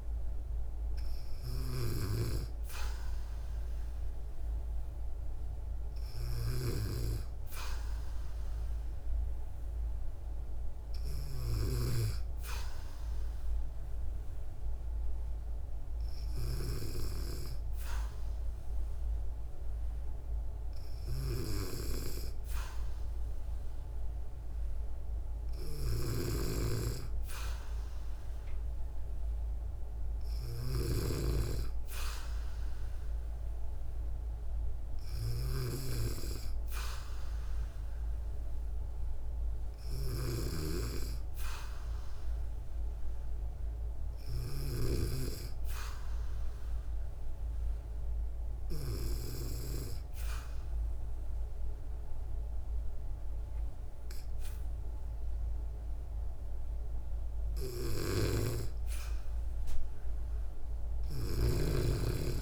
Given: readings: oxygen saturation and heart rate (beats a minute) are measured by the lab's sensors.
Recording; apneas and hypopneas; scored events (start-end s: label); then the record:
breathing in sleep by a room microphone; 2
0.00-3.00 s: oxygen desaturation (device-marked, oxygen 93% lowest, heart rate 61 extreme)
0.00-11.50 s: snoring (device-marked)
12.50-24.50 s: hypopnea (oxygen 97% before, 94% lowest, heart rate 63 before, 63 extreme, up 2 after)
25.50-40.00 s: snoring (device-marked)
26.50-30.00 s: arousal
46.50-58.00 s: hypopnea (oxygen 97% before, 94% lowest, heart rate 65 before, 63 extreme, up 2 after)
57.50-62.42 s: snoring (device-marked)
59.50-62.42 s: arousal
From the record:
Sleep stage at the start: N2 (light sleep); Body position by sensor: on the back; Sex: female